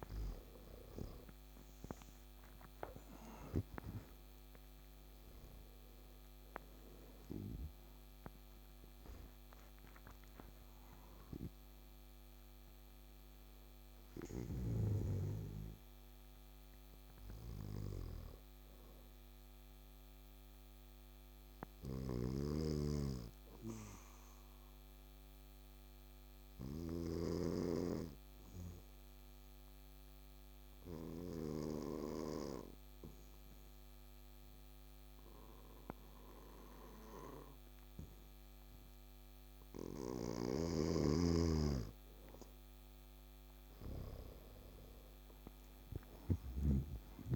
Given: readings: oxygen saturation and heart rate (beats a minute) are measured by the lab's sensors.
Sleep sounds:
breathing in sleep by a microphone on the trachea; 1
0.00-2.50 s: arousal
0.00-25.00 s: oxygen desaturation (device-marked, oxygen 90% lowest, heart rate 69 extreme)
21.50-27.00 s: snoring (device-marked)
21.50-39.00 s: hypopnea (oxygen 98% before, 92% lowest, heart rate 82 before, 69 extreme, up 9 after)
40.00-47.36 s: snoring (device-marked)
42.00-46.00 s: arousal
44.00-47.36 s: oxygen desaturation (device-marked, oxygen 99% before, 94% lowest, heart rate 70 before, 69 extreme)
From the record:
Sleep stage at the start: N2 (light sleep); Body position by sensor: on the back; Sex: male

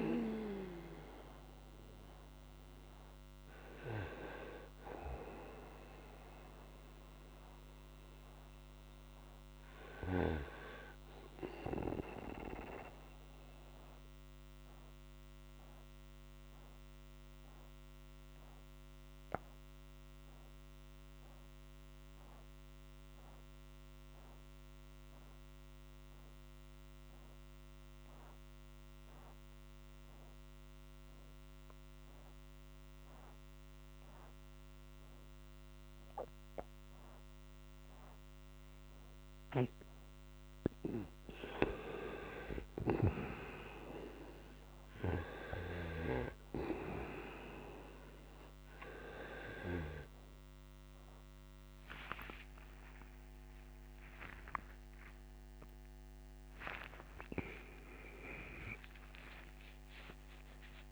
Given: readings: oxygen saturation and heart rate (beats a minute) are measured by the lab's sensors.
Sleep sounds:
a person partly awake in a sleep study, by a microphone on the trachea; 1
0.00-21.50 s: oxygen desaturation (device-marked, oxygen 87% lowest, heart rate 60 extreme)
14.50-41.50 s: mixed apnea (oxygen 95% before, 89% lowest, heart rate 69 before, 60 extreme, up 5 after)
39.50-60.92 s: oxygen desaturation (device-marked, oxygen 98% before, 89% lowest, heart rate 62 before, 64 extreme)
43.50-60.92 s: new sleep stage, awake
45.50-52.00 s: snoring (device-marked)
From the record:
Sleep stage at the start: N2 (light sleep); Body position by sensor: on the right side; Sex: male

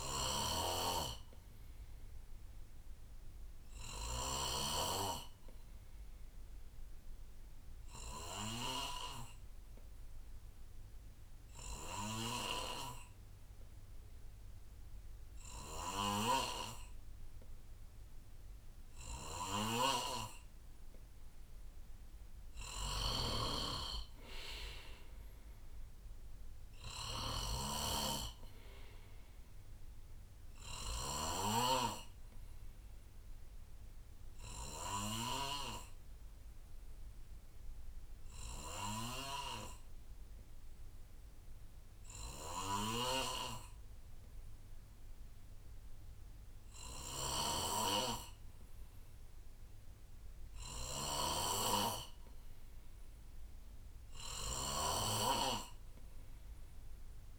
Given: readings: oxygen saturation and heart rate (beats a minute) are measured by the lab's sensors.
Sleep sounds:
breathing in sleep by a room microphone; 2
0.00-4.50 s: snoring (device-marked)
0.00-11.00 s: oxygen desaturation (device-marked, oxygen 92% lowest, heart rate 62 extreme)
6.50-22.00 s: obstructive apnea (oxygen 97% before, 91% lowest, heart rate 64 before, 61 extreme, up 5 after)
16.00-35.50 s: snoring (device-marked)
24.50-28.50 s: arousal
26.00-44.00 s: oxygen desaturation (device-marked, oxygen 94% before, 91% lowest, heart rate 65 before, 61 extreme)
32.00-53.00 s: obstructive apnea (oxygen 94% before, 91% lowest, heart rate 67 before, 61 extreme, up 5 after)
47.00-57.39 s: snoring (device-marked)
From the record:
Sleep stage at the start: N2 (light sleep); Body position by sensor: on the right side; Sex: male

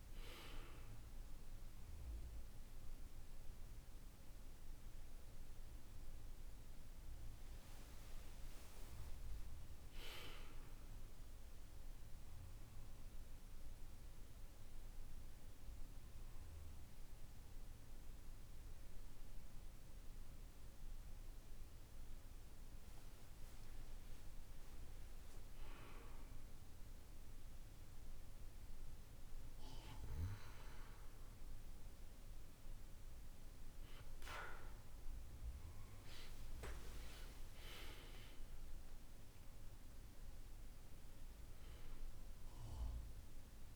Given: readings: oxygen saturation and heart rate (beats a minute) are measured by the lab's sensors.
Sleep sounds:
breathing in sleep by a room microphone; 1
11.00-23.50 s: central apnea (oxygen 98% before, 95% lowest, heart rate 52 before, 49 extreme, up 4 after)
From the record:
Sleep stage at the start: N1 (lightest sleep); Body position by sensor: on the back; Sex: male

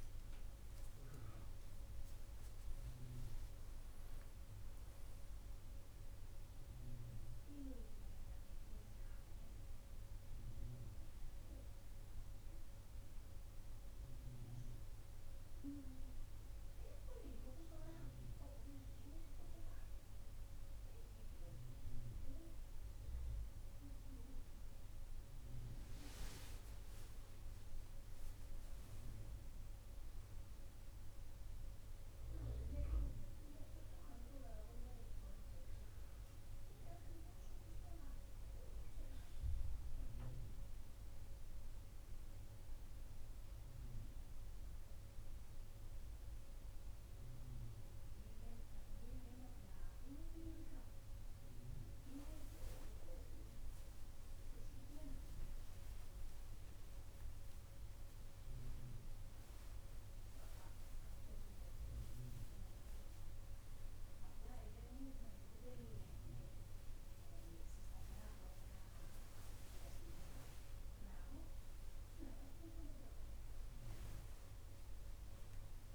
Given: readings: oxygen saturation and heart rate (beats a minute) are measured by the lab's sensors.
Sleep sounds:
breathing in sleep by a room microphone; 2
0.50-4.00 s: arousal
10.00-75.95 s: new sleep stage, N2 (light sleep)
14.00-25.00 s: hypopnea (oxygen 97% before, 96% lowest, heart rate 75 before, 71 extreme, up 7 after)
27.50-31.50 s: arousal
37.50-52.50 s: hypopnea (oxygen 97% before, 96% lowest, heart rate 74 before, 71 extreme, up 25 after)
55.50-60.00 s: arousal
From the record:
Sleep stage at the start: N1 (lightest sleep); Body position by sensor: on the right side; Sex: male

